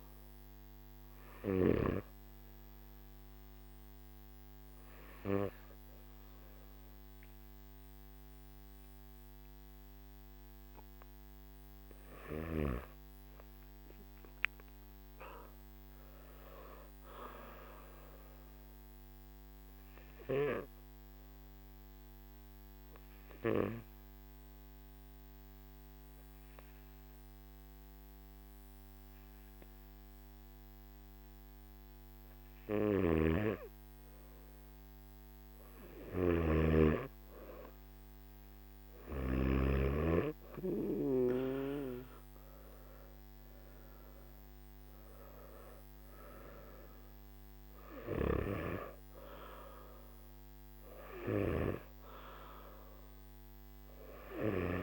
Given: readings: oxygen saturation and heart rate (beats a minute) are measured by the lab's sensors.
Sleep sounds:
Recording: breathing in sleep by a microphone on the trachea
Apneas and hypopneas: 1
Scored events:
0.00-13.50 s: oxygen desaturation (device-marked, oxygen 92% lowest, heart rate 50 extreme)
17.50-32.50 s: obstructive apnea (oxygen 98% before, 92% lowest, heart rate 57 before, 50 extreme, up 8 after)
36.00-39.50 s: snoring (device-marked)
38.50-54.83 s: oxygen desaturation (device-marked, oxygen 97% before, 92% lowest, heart rate 55 before, 51 extreme)
From the record:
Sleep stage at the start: N3 (deep sleep)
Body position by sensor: on the back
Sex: male

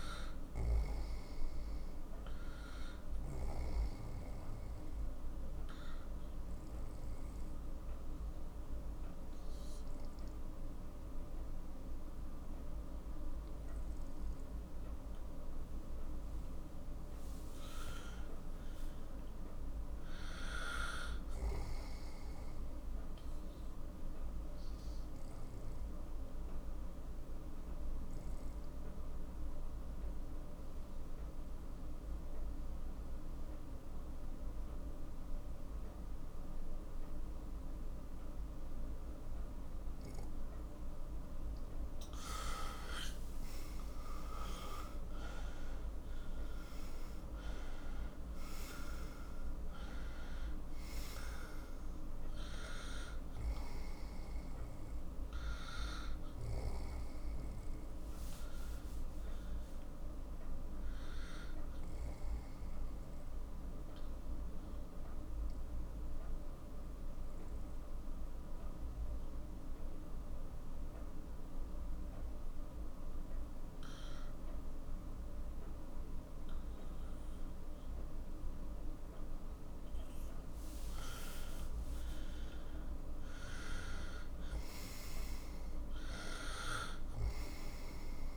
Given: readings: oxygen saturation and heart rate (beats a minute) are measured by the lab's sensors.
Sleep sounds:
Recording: breathing in sleep, hard to hear, by a room microphone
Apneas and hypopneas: 3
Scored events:
0.00-13.00 s: oxygen desaturation (device-marked, oxygen 89% lowest, heart rate 46 extreme)
4.00-16.50 s: obstructive apnea (oxygen 95% before, 89% lowest, heart rate 59 before, 50 extreme, up 12 after)
17.50-21.00 s: arousal
24.00-36.00 s: oxygen desaturation (device-marked, oxygen 98% before, 93% lowest, heart rate 53 before, 44 extreme)
26.00-41.50 s: obstructive apnea (oxygen 98% before, 89% lowest, heart rate 54 before, 44 extreme, up 11 after)
43.00-46.50 s: arousal
44.00-59.00 s: oxygen desaturation (device-marked, oxygen 95% before, 89% lowest, heart rate 55 before, 44 extreme)
63.50-80.50 s: obstructive apnea (oxygen 95% before, 91% lowest, heart rate 57 before, 45 extreme, up 12 after)
82.00-86.50 s: arousal
83.00-88.37 s: oxygen desaturation (device-marked, oxygen 98% before, 92% lowest, heart rate 53 before, 47 extreme)
From the record:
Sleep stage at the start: N2 (light sleep)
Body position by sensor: on the right side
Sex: male

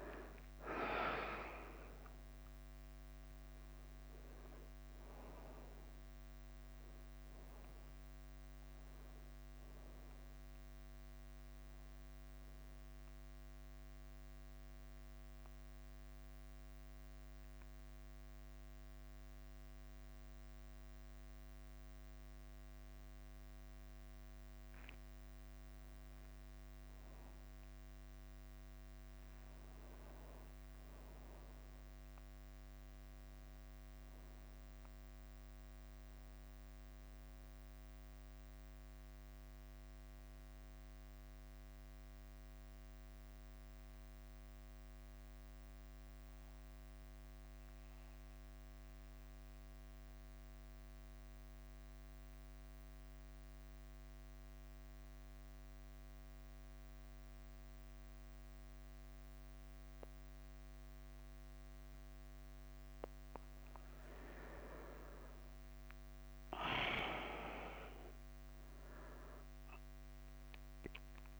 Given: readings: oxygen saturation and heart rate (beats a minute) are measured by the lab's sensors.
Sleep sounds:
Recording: breathing in sleep by a microphone on the trachea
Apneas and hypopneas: 2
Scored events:
0.00-15.00 s: oxygen desaturation (device-marked, oxygen 92% lowest, heart rate 49 extreme)
3.00-19.00 s: bradycardia (device-marked, heart rate 52 before, 52 extreme)
13.00-26.00 s: hypopnea (oxygen 99% before, 90% lowest, heart rate 57 before, 49 extreme, up 6 after)
21.00-33.00 s: oxygen desaturation (device-marked, oxygen 93% before, 90% lowest, heart rate 55 before, 48 extreme)
22.50-24.50 s: long interval between heartbeats (device-marked, heart rate 55 before, 64 extreme)
23.00-71.40 s: bradycardia (device-marked, heart rate 52 before, 47 extreme)
27.00-30.50 s: arousal
44.50-63.00 s: mixed apnea (oxygen 100% before, 92% lowest, heart rate 55 before, 48 extreme, up 6 after)
59.00-71.40 s: oxygen desaturation (device-marked, oxygen 99% before, 93% lowest, heart rate 51 before, 50 extreme)
64.00-67.00 s: arousal
65.00-71.40 s: new sleep stage, N1 (lightest sleep)
From the record:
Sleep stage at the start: N2 (light sleep)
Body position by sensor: on the back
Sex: male

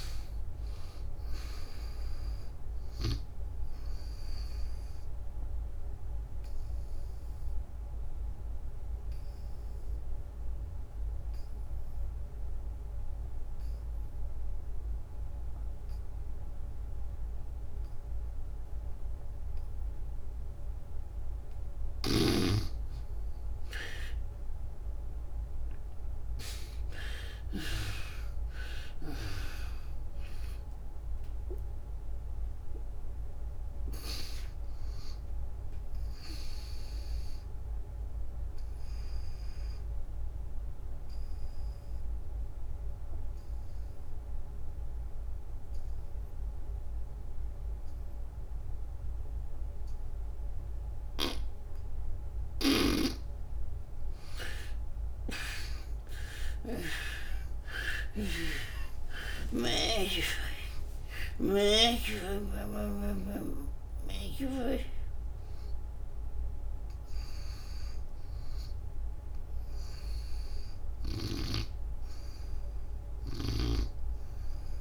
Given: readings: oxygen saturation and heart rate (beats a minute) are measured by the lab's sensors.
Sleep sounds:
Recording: breathing in sleep by a room microphone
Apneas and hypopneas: 2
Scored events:
0.00-15.00 s: oxygen desaturation (device-marked, oxygen 78% lowest, heart rate 68 extreme)
4.50-20.50 s: obstructive apnea (oxygen 96% before, 77% lowest, heart rate 79 before, 68 extreme, up 28 after)
22.00-45.00 s: oxygen desaturation (device-marked, oxygen 96% before, 78% lowest, heart rate 82 before, 63 extreme)
23.50-26.00 s: arousal
38.50-52.00 s: obstructive apnea (oxygen 96% before, 77% lowest, heart rate 88 before, 63 extreme, up 25 after)
54.00-74.81 s: oxygen desaturation (device-marked, oxygen 97% before, 77% lowest, heart rate 74 before, 70 extreme)
55.00-58.50 s: arousal
From the record:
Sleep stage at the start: N2 (light sleep)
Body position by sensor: on the back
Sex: female

